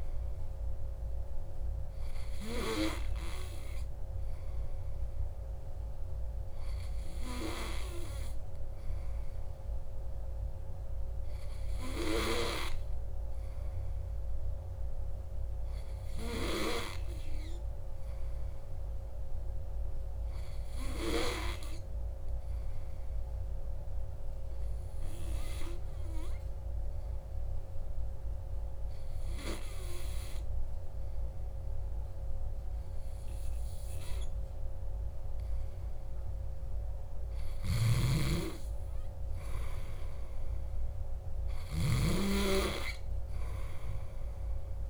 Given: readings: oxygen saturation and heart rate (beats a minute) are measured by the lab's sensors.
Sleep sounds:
breathing in sleep by a room microphone; 1
23.50-36.50 s: hypopnea (oxygen 97% before, 94% lowest, heart rate 61 before, 61 extreme, up 1 after)
38.50-42.50 s: arousal
From the record:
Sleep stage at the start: N2 (light sleep); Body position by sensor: on the back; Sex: male

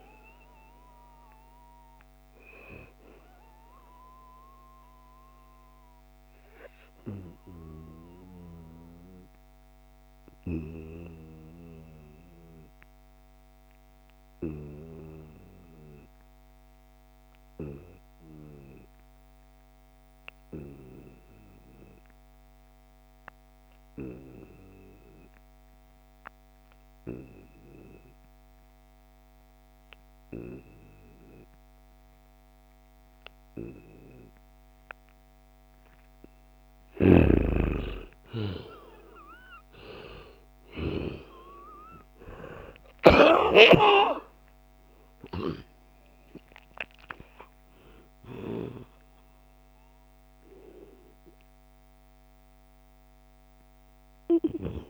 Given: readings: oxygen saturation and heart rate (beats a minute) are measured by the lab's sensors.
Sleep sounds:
breathing in sleep by a microphone on the trachea; 1
0.00-12.00 s: oxygen desaturation (device-marked, oxygen 87% lowest, heart rate 66 extreme)
4.00-35.50 s: obstructive apnea (oxygen 96% before, 87% lowest, heart rate 76 before, 66 extreme, up 12 after)
31.00-54.90 s: oxygen desaturation (device-marked, oxygen 97% before, 87% lowest, heart rate 71 before, 71 extreme)
35.00-37.00 s: long interval between heartbeats (device-marked, heart rate 70 before, 75 extreme)
36.50-43.00 s: snoring (device-marked)
37.00-41.00 s: arousal
From the record:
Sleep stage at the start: N2 (light sleep); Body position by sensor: on the back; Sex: male

